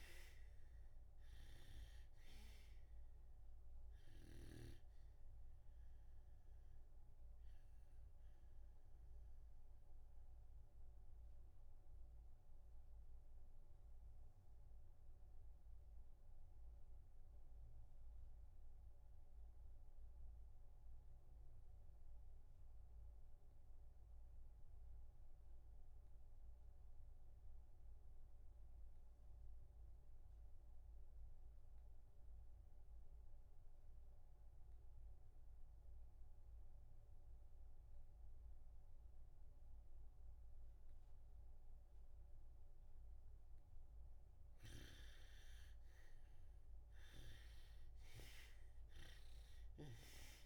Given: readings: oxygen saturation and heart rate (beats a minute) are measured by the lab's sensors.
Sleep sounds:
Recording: breathing in sleep by a room microphone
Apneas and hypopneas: 1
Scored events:
0.00-25.50 s: oxygen desaturation (device-marked, oxygen 78% lowest, heart rate 55 extreme)
8.00-43.50 s: obstructive apnea (oxygen 94% before, 78% lowest, heart rate 64 before, 63 extreme, up 4 after)
37.50-50.46 s: oxygen desaturation (device-marked, oxygen 99% before, 80% lowest, heart rate 67 before, 63 extreme)
47.00-50.46 s: arousal
From the record:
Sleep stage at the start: REM sleep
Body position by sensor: on the back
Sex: male

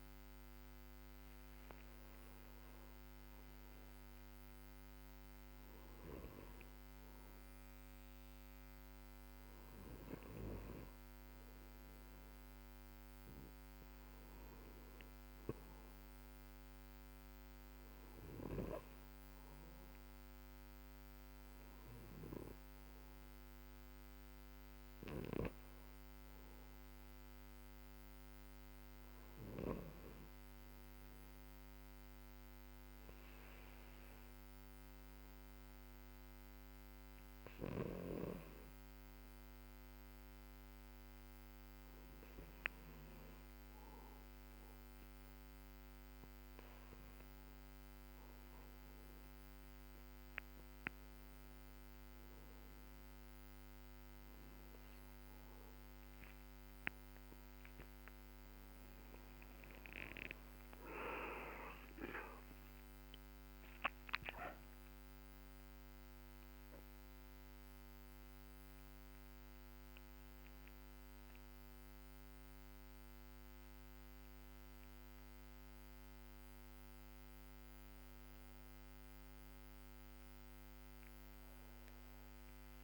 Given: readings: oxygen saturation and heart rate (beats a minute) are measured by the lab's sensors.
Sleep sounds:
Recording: a person partly awake in a sleep study, by a microphone on the trachea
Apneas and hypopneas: none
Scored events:
5.50-65.50 s: new sleep stage, N1 (lightest sleep)
65.50-82.84 s: new sleep stage, awake
From the record:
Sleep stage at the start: awake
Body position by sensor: on the back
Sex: male

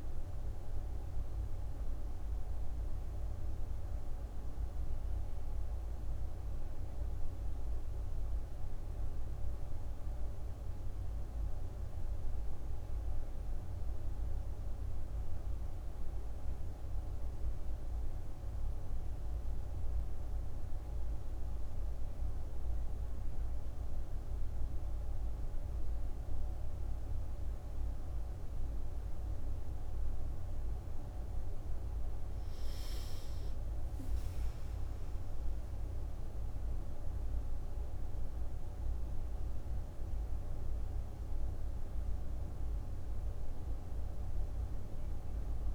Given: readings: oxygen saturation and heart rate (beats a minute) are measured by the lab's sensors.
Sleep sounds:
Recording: breathing in sleep, hard to hear, by a room microphone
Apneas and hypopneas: none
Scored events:
none scored
From the record:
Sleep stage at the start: N1 (lightest sleep)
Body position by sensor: on the right side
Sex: female

